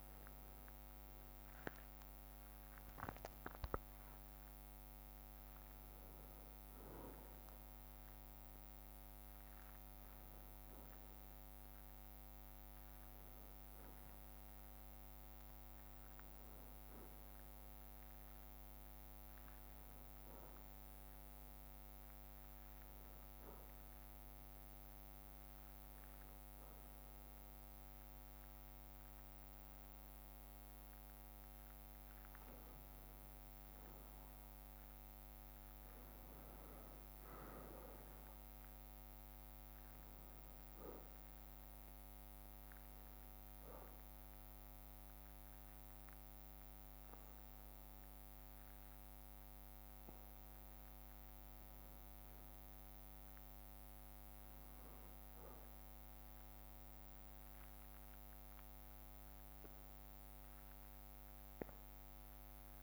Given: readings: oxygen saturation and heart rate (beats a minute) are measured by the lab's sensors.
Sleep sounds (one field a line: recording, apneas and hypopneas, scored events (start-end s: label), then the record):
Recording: breathing in sleep, hard to hear, by a microphone on the trachea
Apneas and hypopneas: 2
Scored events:
7.00-12.00 s: arousal
23.50-33.50 s: hypopnea (oxygen 96% before, 94% lowest, heart rate 65 before, 60 extreme, up 3 after)
35.00-39.00 s: arousal
36.00-62.83 s: new sleep stage, N2 (light sleep)
42.00-52.00 s: obstructive apnea (oxygen 95% before, 94% lowest, heart rate 62 before, 58 extreme, up 1 after)
54.50-58.50 s: arousal
57.00-59.00 s: bradycardia (device-marked, heart rate 62 before, 60 extreme)
From the record:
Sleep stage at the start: N1 (lightest sleep)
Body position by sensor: on the back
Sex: male